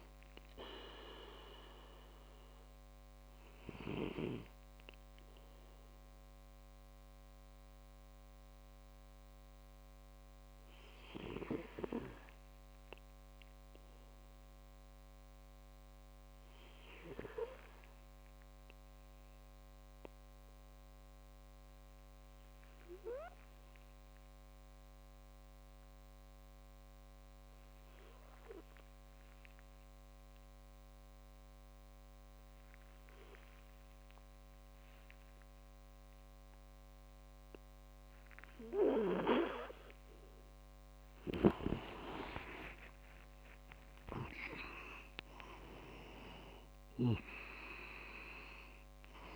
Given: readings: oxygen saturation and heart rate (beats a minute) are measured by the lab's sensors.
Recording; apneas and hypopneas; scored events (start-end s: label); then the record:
breathing in sleep by a microphone on the trachea; 1
4.50-41.00 s: obstructive apnea (oxygen 97% before, 94% lowest, heart rate 62 before, 60 extreme, up 18 after)
37.50-49.36 s: oxygen desaturation (device-marked, oxygen 98% before, 94% lowest, heart rate 64 before, 58 extreme)
43.00-47.50 s: arousal
From the record:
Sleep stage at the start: N2 (light sleep); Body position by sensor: on the back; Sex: male